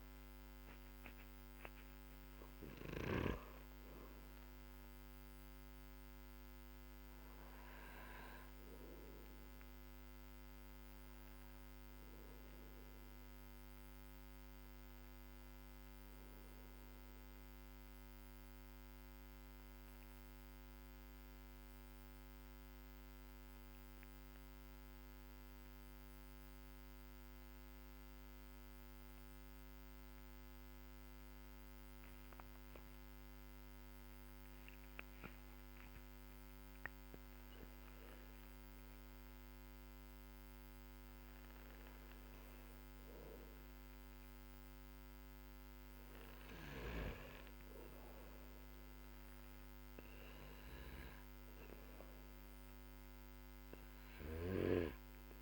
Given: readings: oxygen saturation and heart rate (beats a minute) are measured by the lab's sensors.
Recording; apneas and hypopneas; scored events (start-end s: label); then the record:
breathing in sleep by a microphone on the trachea; 1
0.00-29.00 s: oxygen desaturation (device-marked, oxygen 91% lowest, heart rate 44 extreme)
5.50-44.00 s: obstructive apnea (oxygen 98% before, 91% lowest, heart rate 53 before, 44 extreme)
45.50-50.50 s: arousal
From the record:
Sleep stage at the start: N2 (light sleep); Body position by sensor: on the back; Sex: male